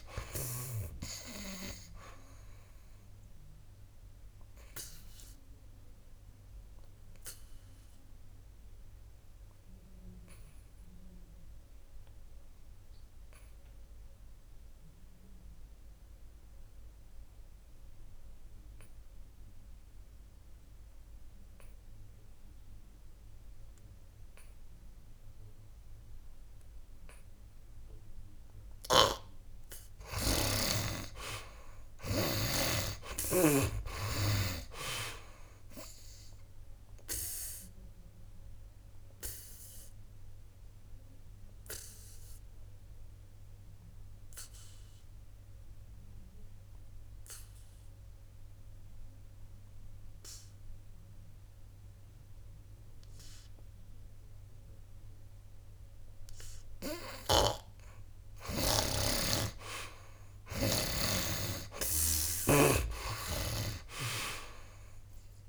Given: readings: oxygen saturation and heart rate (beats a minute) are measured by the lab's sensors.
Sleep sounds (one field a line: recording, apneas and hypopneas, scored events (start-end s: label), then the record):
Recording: breathing in sleep by a room microphone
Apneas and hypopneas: 2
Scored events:
0.00-1.00 s: snoring (device-marked)
0.00-26.50 s: oxygen desaturation (device-marked, oxygen 72% lowest, heart rate 59 extreme)
3.50-29.50 s: obstructive apnea (oxygen 93% before, 72% lowest, heart rate 67 before, 59 extreme, up 13 after)
28.50-65.49 s: oxygen desaturation (device-marked, oxygen 97% before, 72% lowest, heart rate 61 before, 57 extreme)
29.00-33.00 s: snoring (device-marked)
32.00-35.50 s: arousal
38.50-57.00 s: obstructive apnea (oxygen 97% before, 72% lowest, heart rate 64 before, 57 extreme, up 14 after)
57.50-61.50 s: snoring (device-marked)
60.00-62.50 s: arousal
From the record:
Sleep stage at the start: N2 (light sleep)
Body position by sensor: on the back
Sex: male